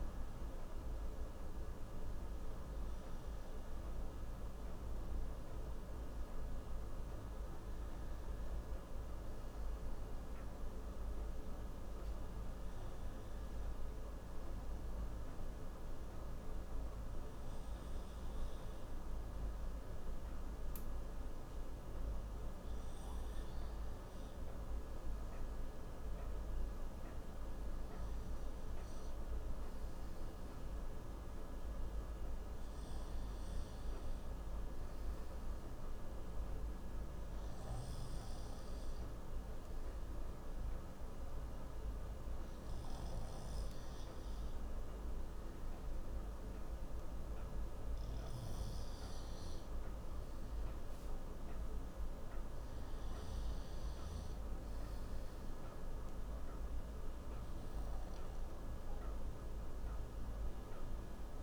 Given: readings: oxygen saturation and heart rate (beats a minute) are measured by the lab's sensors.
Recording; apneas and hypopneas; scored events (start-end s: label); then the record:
breathing in sleep, hard to hear, by a room microphone; none
9.50-61.43 s: new sleep stage, N2 (light sleep)
From the record:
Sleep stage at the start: N1 (lightest sleep); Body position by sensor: on the left side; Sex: male